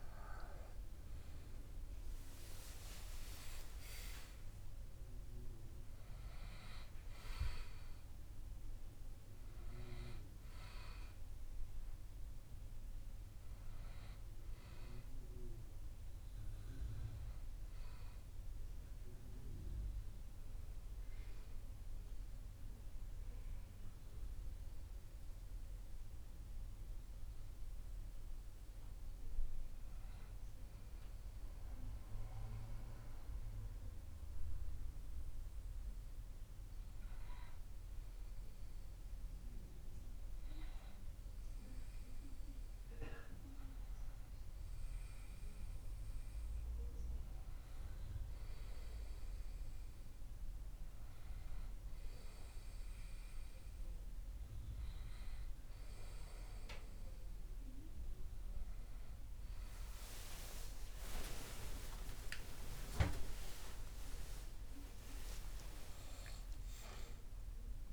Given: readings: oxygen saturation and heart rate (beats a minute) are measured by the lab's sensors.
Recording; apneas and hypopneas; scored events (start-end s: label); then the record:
breathing in sleep by a room microphone; 1
2.00-6.50 s: arousal
29.00-44.00 s: hypopnea (oxygen 96% before, 92% lowest)
59.00-65.00 s: arousal
From the record:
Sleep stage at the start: REM sleep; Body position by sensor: on the back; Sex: male